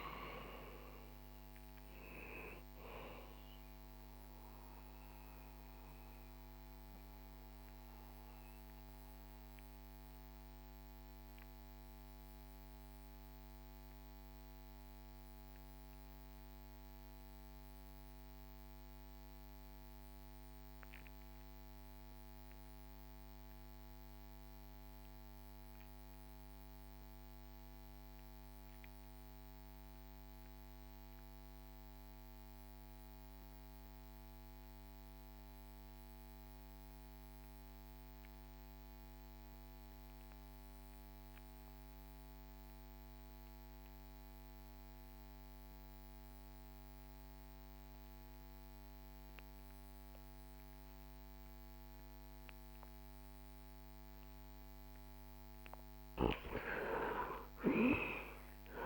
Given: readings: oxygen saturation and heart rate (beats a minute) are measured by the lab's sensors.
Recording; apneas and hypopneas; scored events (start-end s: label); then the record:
breathing in sleep by a microphone on the trachea; 1
0.00-20.50 s: oxygen desaturation (device-marked, oxygen 82% lowest, heart rate 57 extreme)
2.50-51.50 s: mixed apnea (oxygen 95% before, 79% lowest, heart rate 69 before, 57 extreme, up 10 after)
34.50-58.86 s: oxygen desaturation (device-marked, oxygen 99% before, 79% lowest, heart rate 66 before, 57 extreme)
56.00-58.86 s: arousal
From the record:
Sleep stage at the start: REM sleep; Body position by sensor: on the back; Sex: male